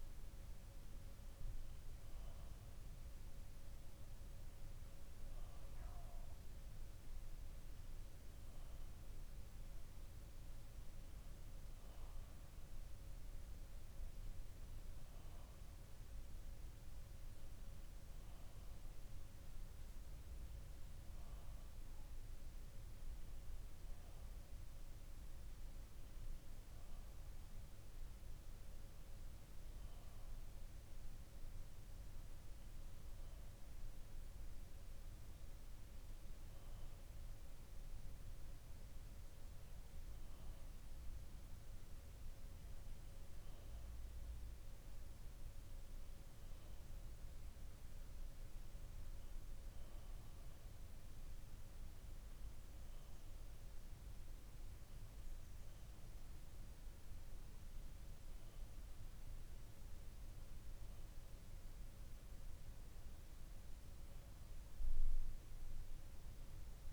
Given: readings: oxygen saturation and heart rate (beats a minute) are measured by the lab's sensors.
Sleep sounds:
breathing in sleep, hard to hear, by a room microphone; none
none scored
From the record:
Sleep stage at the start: N2 (light sleep); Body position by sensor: on the back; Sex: male

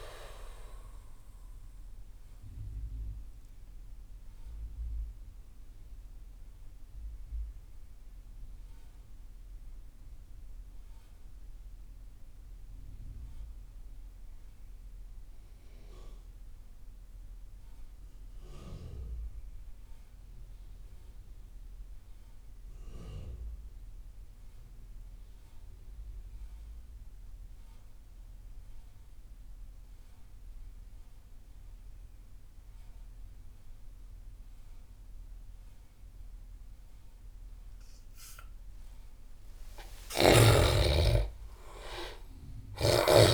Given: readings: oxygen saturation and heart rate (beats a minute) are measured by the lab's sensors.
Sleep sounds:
breathing in sleep by a room microphone; 1
0.00-16.50 s: oxygen desaturation (device-marked, oxygen 77% lowest)
3.50-38.50 s: mixed apnea (oxygen 98% before, 74% lowest)
32.50-43.34 s: oxygen desaturation (device-marked, oxygen 97% before, 74% lowest)
39.50-43.00 s: arousal
42.00-43.34 s: snoring (device-marked)
From the record:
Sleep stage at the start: N2 (light sleep); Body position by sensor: on the back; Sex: male

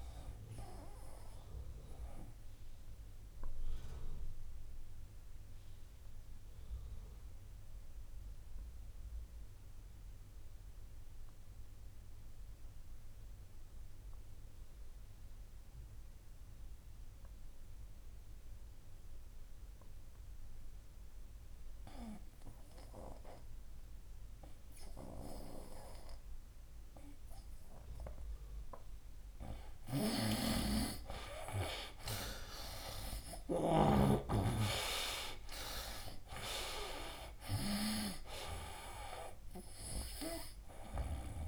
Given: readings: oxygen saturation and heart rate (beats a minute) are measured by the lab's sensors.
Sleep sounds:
breathing in sleep by a room microphone; 1
0.00-22.00 s: oxygen desaturation (device-marked, oxygen 82% lowest, heart rate 61 extreme)
1.00-28.00 s: obstructive apnea (oxygen 97% before, 79% lowest, heart rate 68 before, 61 extreme, up 10 after)
27.00-41.48 s: oxygen desaturation (device-marked, oxygen 96% before, 79% lowest, heart rate 63 before, 61 extreme)
30.00-33.50 s: snoring (device-marked)
31.00-35.50 s: arousal
From the record:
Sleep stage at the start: N2 (light sleep); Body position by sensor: on the right side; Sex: male

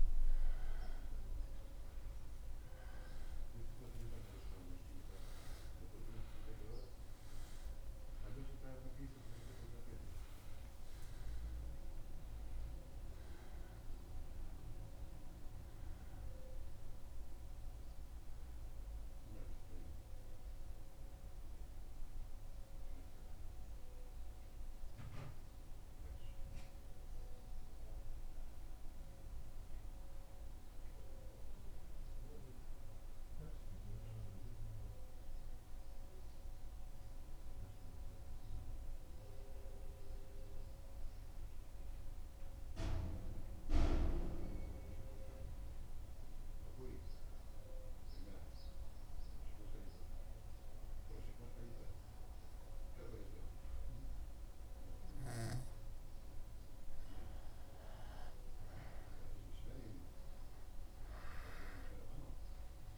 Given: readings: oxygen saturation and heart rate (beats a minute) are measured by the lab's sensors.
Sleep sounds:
breathing in sleep by a room microphone; 1
3.50-8.50 s: arousal
25.00-56.00 s: mixed apnea (oxygen 97% before, 93% lowest, heart rate 78 before, 73 extreme, up 3 after)
50.50-57.50 s: oxygen desaturation (device-marked, oxygen 96% before, 93% lowest, heart rate 74 before, 75 extreme)
60.50-62.97 s: arousal
From the record:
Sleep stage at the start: N2 (light sleep); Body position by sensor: on the back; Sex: male

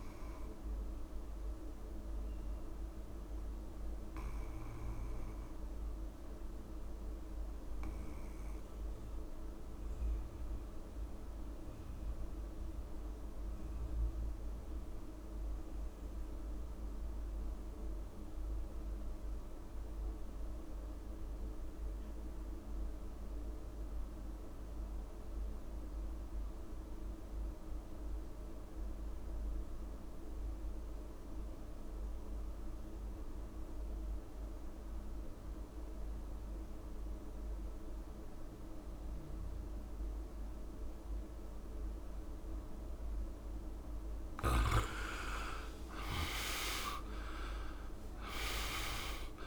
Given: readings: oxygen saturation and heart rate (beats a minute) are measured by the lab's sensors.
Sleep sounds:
breathing in sleep by a room microphone; 1
0.00-16.00 s: oxygen desaturation (device-marked, oxygen 78% lowest, heart rate 62 extreme)
0.50-43.50 s: obstructive apnea (oxygen 95% before, 74% lowest, heart rate 79 before, 62 extreme, up 10 after)
34.00-49.47 s: oxygen desaturation (device-marked, oxygen 97% before, 74% lowest, heart rate 66 before, 63 extreme)
44.50-49.00 s: arousal
47.00-49.00 s: long interval between heartbeats (device-marked, heart rate 66 before, 64 extreme)
From the record:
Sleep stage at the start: REM sleep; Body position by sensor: on the back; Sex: male

